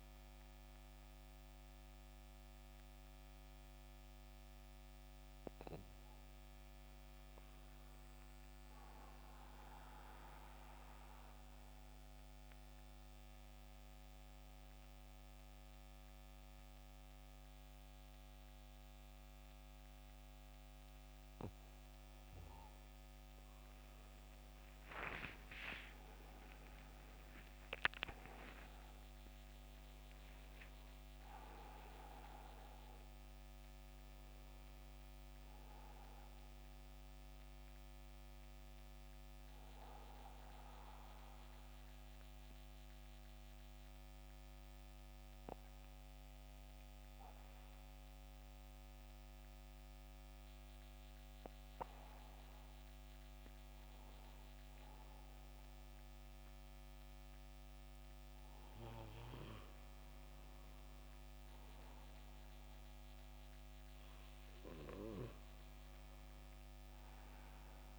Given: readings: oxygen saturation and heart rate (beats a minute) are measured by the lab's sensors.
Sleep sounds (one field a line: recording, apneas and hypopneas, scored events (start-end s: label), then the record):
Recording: breathing in sleep by a microphone on the trachea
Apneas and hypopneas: 2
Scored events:
0.00-6.50 s: oxygen desaturation (device-marked, oxygen 87% lowest, heart rate 67 extreme)
8.50-23.00 s: central apnea (oxygen 96% before, 87% lowest, heart rate 74 before, 68 extreme, up 15 after)
20.50-48.50 s: oxygen desaturation (device-marked, oxygen 96% before, 89% lowest, heart rate 70 before, 69 extreme)
25.50-30.50 s: arousal
40.00-58.50 s: mixed apnea (oxygen 96% before, 86% lowest, heart rate 78 before, 69 extreme, up 1 after)
61.00-64.50 s: arousal
61.50-67.99 s: oxygen desaturation (device-marked, oxygen 93% before, 87% lowest, heart rate 72 before, 66 extreme)
From the record:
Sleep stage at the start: N2 (light sleep)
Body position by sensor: on the back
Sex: male